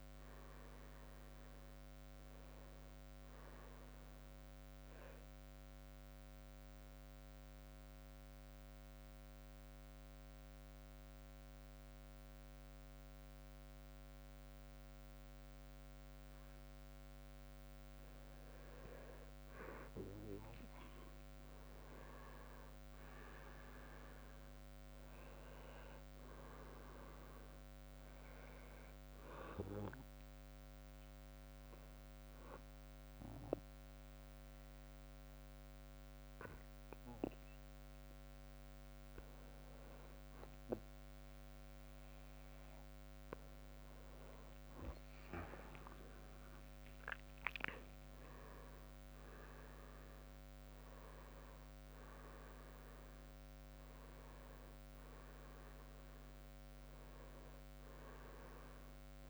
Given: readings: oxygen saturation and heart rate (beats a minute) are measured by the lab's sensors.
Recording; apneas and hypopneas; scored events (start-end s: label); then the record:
breathing in sleep by a microphone on the trachea; 2
0.50-4.00 s: arousal
6.50-18.50 s: central apnea (oxygen 98% before, 94% lowest, heart rate 72 before, 64 extreme, up 9 after)
20.50-24.50 s: arousal
22.00-39.00 s: oxygen desaturation (device-marked, oxygen 97% before, 94% lowest, heart rate 67 before, 69 extreme)
30.50-43.00 s: hypopnea (oxygen 98% before, 94% lowest, heart rate 68 before, 64 extreme, up 8 after)
46.50-50.00 s: arousal
From the record:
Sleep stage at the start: N2 (light sleep); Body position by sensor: on the back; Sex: male